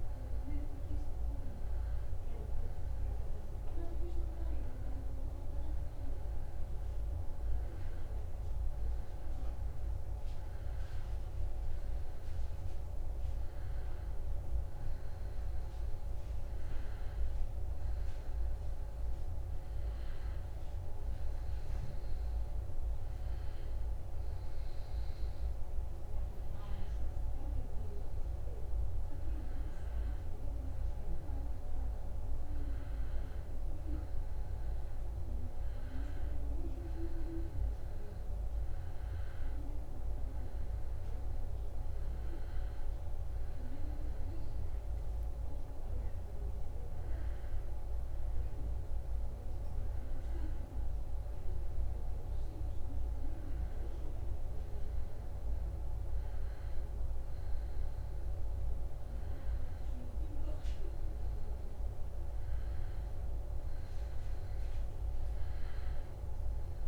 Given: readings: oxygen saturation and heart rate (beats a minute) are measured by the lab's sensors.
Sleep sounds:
a person awake in a sleep study, hard to hear, by a room microphone; none
none scored
From the record:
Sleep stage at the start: awake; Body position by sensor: on the back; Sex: male

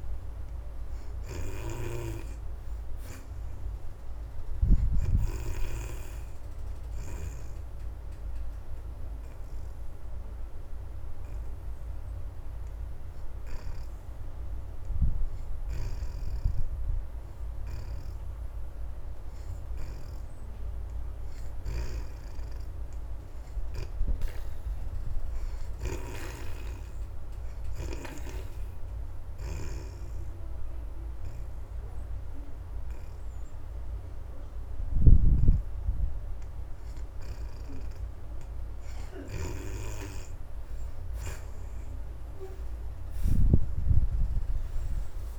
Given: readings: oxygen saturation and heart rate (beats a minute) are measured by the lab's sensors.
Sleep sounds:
breathing in sleep by a room microphone; 2
0.00-6.50 s: oxygen desaturation (device-marked, oxygen 59% lowest, heart rate 78 extreme)
7.50-20.00 s: hypopnea (oxygen 72% before, 56% lowest, heart rate 82 before, 79 extreme, up 6 after)
8.50-19.50 s: oxygen desaturation (device-marked, oxygen 72% before, 63% lowest, heart rate 82 before, 79 extreme)
21.50-25.50 s: arousal
27.50-45.39 s: oxygen desaturation (device-marked, oxygen 71% before, 57% lowest, heart rate 83 before, 83 extreme)
28.50-39.00 s: hypopnea (oxygen 72% before, 56% lowest, heart rate 83 before, 83 extreme, up 4 after)
From the record:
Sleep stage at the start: N2 (light sleep); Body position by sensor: on the back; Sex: female

